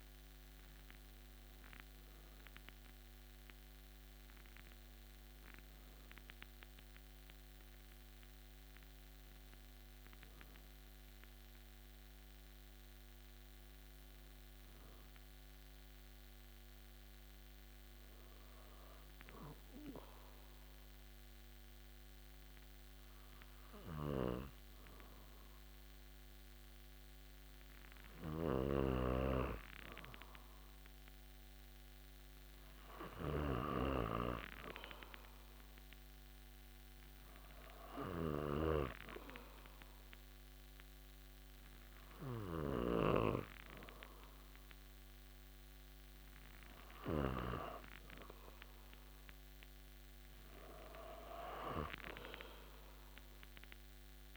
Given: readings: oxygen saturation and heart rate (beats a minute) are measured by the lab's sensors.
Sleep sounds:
breathing in sleep by a microphone on the trachea; 1
14.50-29.50 s: hypopnea (oxygen 95% before, 94% lowest)
33.00-37.00 s: arousal
38.50-43.00 s: snoring (device-marked)
42.00-54.36 s: oxygen desaturation (device-marked, oxygen 97% before, 94% lowest)
From the record:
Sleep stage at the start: N2 (light sleep); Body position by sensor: on the back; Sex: male

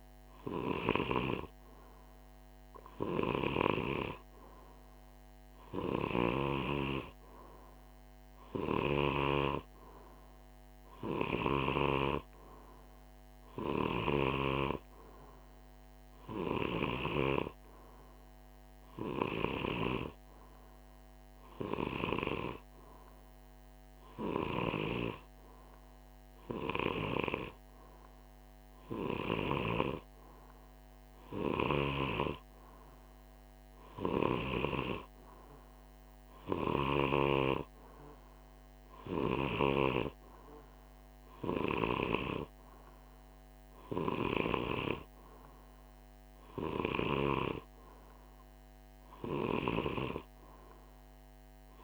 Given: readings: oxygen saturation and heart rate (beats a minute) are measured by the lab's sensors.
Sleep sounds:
breathing in sleep by a microphone on the trachea; none
none scored
From the record:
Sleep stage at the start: N2 (light sleep); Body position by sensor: on the right side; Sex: male

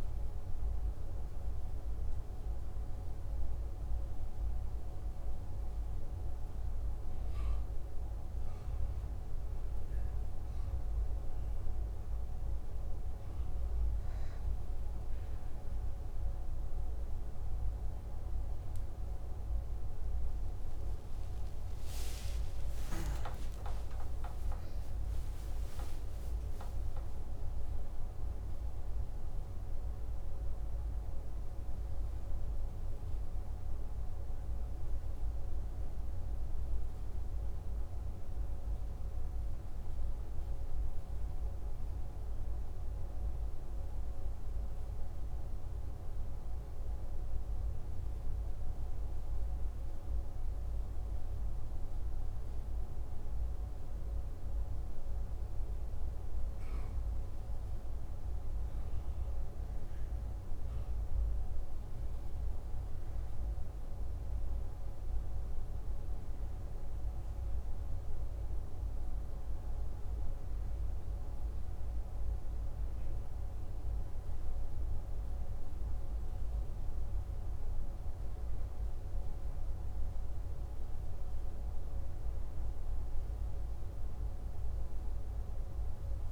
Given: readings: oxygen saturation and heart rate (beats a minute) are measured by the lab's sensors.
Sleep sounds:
breathing in sleep, hard to hear, by a room microphone; 1
21.00-27.00 s: arousal
40.00-86.32 s: new sleep stage, REM sleep
46.50-60.00 s: obstructive apnea (oxygen 98% before, 95% lowest, heart rate 65 before, 52 extreme, up 6 after)
61.50-65.00 s: arousal
From the record:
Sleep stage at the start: N2 (light sleep); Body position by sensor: on the back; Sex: male

